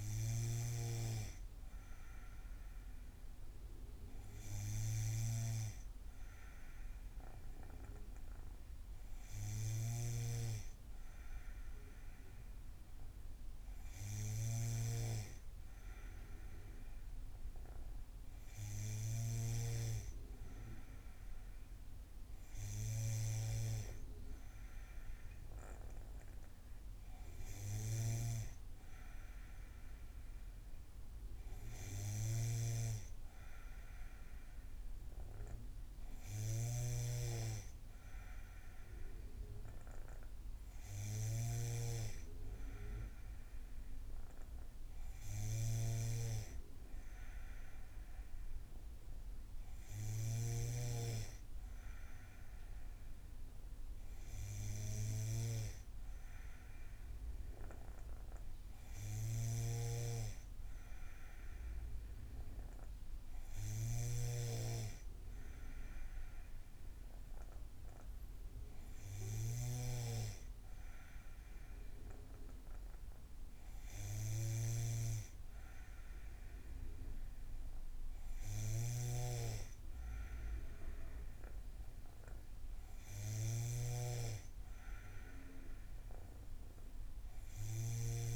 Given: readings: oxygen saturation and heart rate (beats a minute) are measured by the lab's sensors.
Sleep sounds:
breathing in sleep by a room microphone; none
0.00-19.50 s: snoring (device-marked)
27.50-88.36 s: snoring (device-marked)
From the record:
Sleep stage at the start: N2 (light sleep); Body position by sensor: on the back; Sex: female

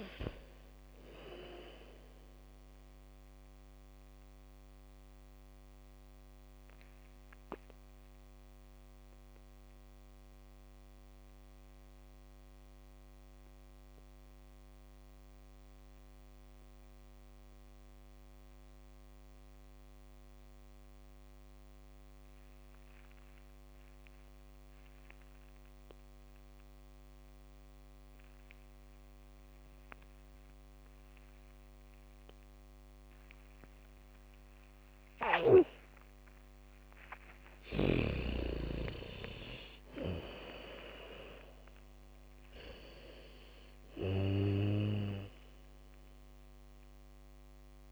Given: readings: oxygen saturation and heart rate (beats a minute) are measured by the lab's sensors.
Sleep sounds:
breathing in sleep by a microphone on the trachea; 1
0.00-17.00 s: oxygen desaturation (device-marked, oxygen 74% lowest, heart rate 47 extreme)
5.00-37.00 s: mixed apnea (oxygen 100% before, 74% lowest, heart rate 64 before, 57 extreme, up 9 after)
26.00-47.92 s: oxygen desaturation (device-marked, oxygen 100% before, 75% lowest, heart rate 75 before, 55 extreme)
34.00-38.00 s: bradycardia (device-marked, heart rate 70 before, 57 extreme)
39.00-43.00 s: arousal
From the record:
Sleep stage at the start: N2 (light sleep); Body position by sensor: on the back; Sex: female

